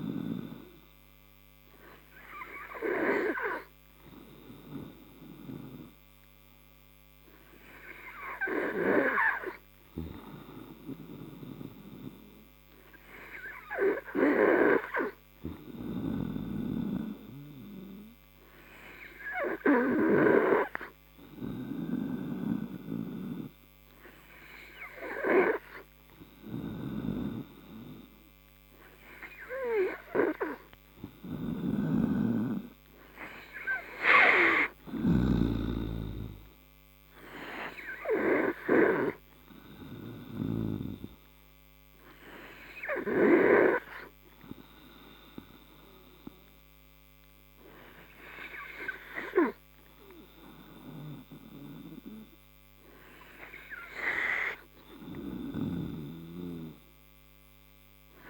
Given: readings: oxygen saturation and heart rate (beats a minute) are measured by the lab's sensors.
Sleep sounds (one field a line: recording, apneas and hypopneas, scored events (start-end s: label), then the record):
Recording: breathing in sleep by a microphone on the trachea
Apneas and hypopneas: none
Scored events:
0.00-10.00 s: oxygen desaturation (device-marked, oxygen 91% lowest)
From the record:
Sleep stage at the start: N3 (deep sleep)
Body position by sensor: on the right side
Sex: male